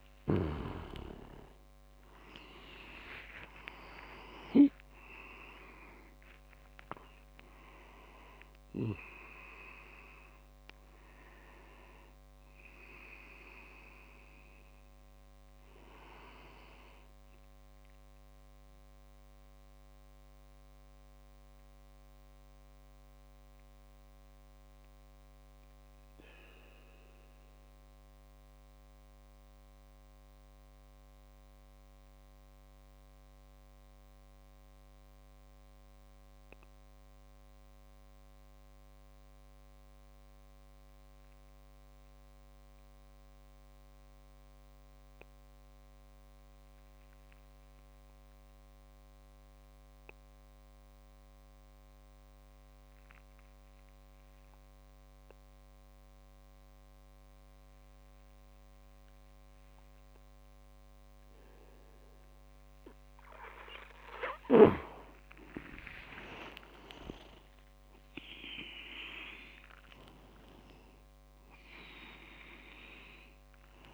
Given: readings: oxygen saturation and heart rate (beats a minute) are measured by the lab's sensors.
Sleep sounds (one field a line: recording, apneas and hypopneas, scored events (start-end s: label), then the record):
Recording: breathing in sleep by a microphone on the trachea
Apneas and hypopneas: 1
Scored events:
0.00-1.50 s: arousal
2.50-7.00 s: leg movement (device-marked)
2.50-7.50 s: tachycardia (device-marked, heart rate 64 before, 112 extreme)
19.50-64.00 s: mixed apnea (oxygen 98% before, 93% lowest, heart rate 85 before, 59 extreme, up 6 after)
50.50-73.94 s: oxygen desaturation (device-marked, oxygen 99% before, 93% lowest, heart rate 65 before, 59 extreme)
66.00-70.50 s: arousal
From the record:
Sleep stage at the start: N2 (light sleep)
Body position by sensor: on the back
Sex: male